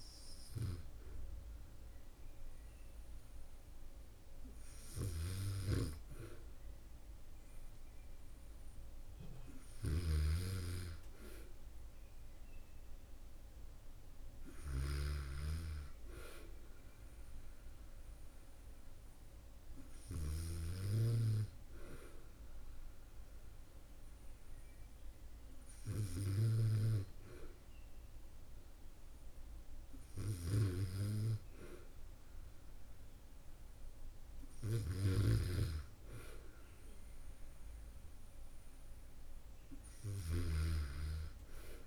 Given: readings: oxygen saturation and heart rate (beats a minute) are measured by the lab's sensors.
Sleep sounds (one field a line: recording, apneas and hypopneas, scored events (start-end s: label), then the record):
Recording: breathing in sleep by a room microphone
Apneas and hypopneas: none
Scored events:
none scored
From the record:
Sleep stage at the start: N2 (light sleep)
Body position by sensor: on the back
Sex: female